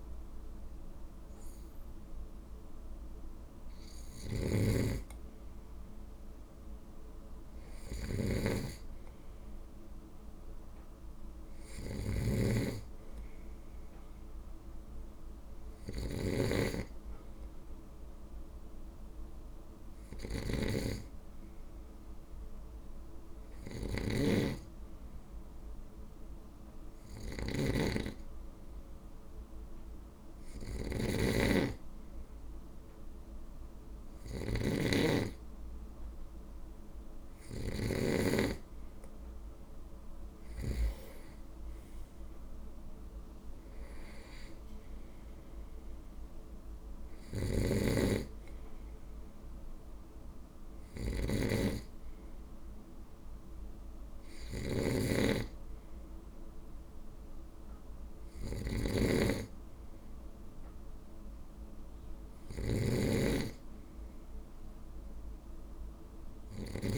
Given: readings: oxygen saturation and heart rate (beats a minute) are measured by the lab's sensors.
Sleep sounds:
breathing in sleep by a room microphone; none
0.00-40.50 s: snoring (device-marked)
47.00-66.98 s: snoring (device-marked)
From the record:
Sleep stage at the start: N2 (light sleep); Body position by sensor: on the right side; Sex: male

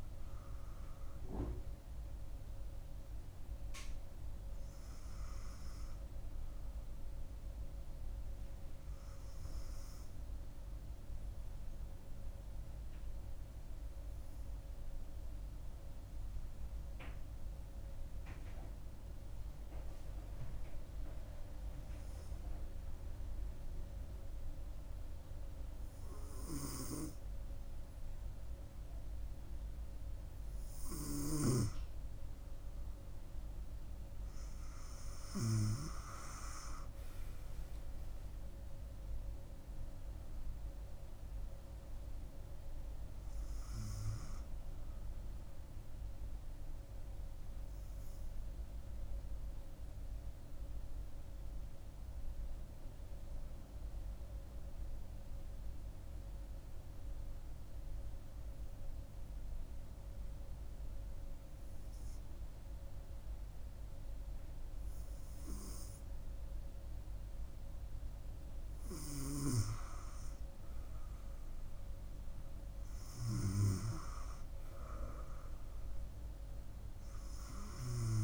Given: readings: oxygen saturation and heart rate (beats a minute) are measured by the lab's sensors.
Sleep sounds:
breathing in sleep by a room microphone; 2
9.00-29.50 s: hypopnea (oxygen 98% before, 94% lowest, heart rate 69 before, 65 extreme, up 2 after)
33.50-36.00 s: arousal
46.50-68.50 s: hypopnea (oxygen 97% before, 94% lowest, heart rate 71 before, 65 extreme, up 2 after)
71.00-74.00 s: arousal
From the record:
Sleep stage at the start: N2 (light sleep); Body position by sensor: on the front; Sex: female

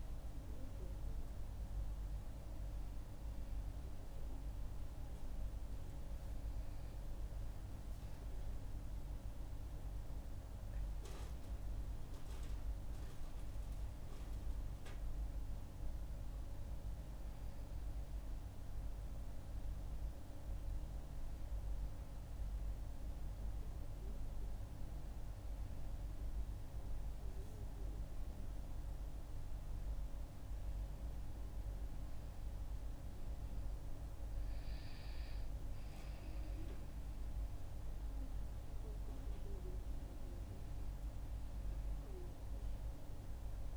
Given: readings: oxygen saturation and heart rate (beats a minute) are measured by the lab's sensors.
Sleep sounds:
breathing in sleep, hard to hear, by a room microphone; none
8.00-12.00 s: arousal
From the record:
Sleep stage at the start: N1 (lightest sleep); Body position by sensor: on the back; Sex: female

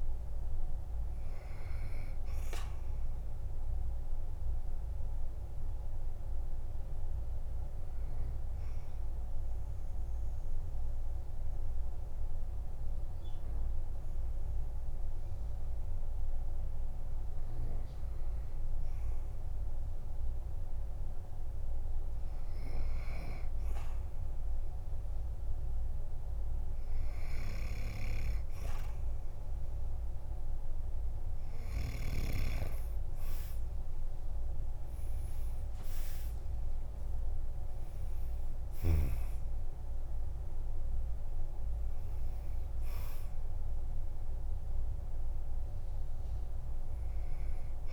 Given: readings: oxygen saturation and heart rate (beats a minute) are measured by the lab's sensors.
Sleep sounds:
breathing in sleep by a room microphone; 1
0.00-12.00 s: oxygen desaturation (device-marked, oxygen 94% lowest, heart rate 47 extreme)
3.50-21.00 s: obstructive apnea (oxygen 99% before, 93% lowest, heart rate 52 before, 47 extreme, up 3 after)
24.50-27.50 s: arousal
33.00-47.93 s: oxygen desaturation (device-marked, oxygen 97% before, 93% lowest, heart rate 49 before, 48 extreme)
36.00-38.00 s: long interval between heartbeats (device-marked, heart rate 51 before, 75 extreme)
From the record:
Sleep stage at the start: N2 (light sleep); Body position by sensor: on the back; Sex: male

